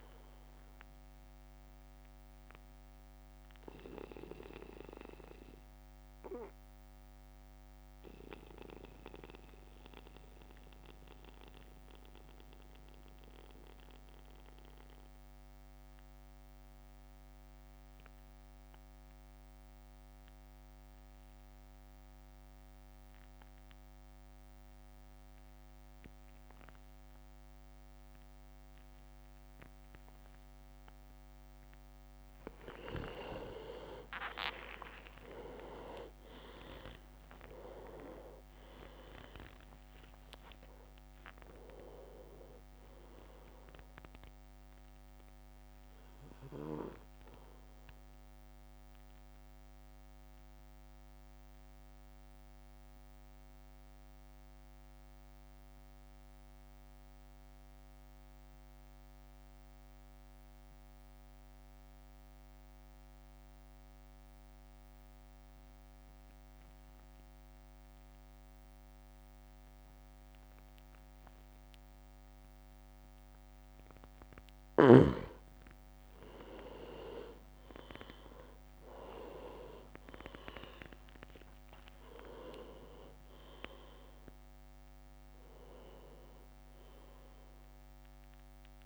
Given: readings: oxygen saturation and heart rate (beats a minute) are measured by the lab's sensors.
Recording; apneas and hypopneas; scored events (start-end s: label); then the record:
breathing in sleep by a microphone on the trachea; 2
0.00-4.00 s: drop in pulse transit time (device-marked, heart rate 56 extreme)
0.00-8.00 s: oxygen desaturation (device-marked, oxygen 96% lowest, heart rate 52 extreme)
4.00-31.50 s: mixed apnea (oxygen 100% before, 93% lowest, heart rate 58 before, 49 extreme, up 10 after)
32.00-37.50 s: leg movement (device-marked)
33.00-37.50 s: arousal
34.00-47.00 s: oxygen desaturation (device-marked, oxygen 99% before, 94% lowest, heart rate 54 before, 49 extreme)
36.00-51.00 s: drop in pulse transit time (device-marked, heart rate 54 before, 49 extreme)
42.50-43.50 s: leg movement (device-marked)
48.50-74.50 s: mixed apnea (oxygen 99% before, 93% lowest, heart rate 58 before, 51 extreme, up 9 after)
76.50-80.50 s: leg movement (device-marked)
77.00-82.00 s: arousal
79.00-88.86 s: drop in pulse transit time (device-marked, heart rate 55 before, 58 extreme)
From the record:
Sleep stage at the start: N2 (light sleep); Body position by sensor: on the back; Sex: male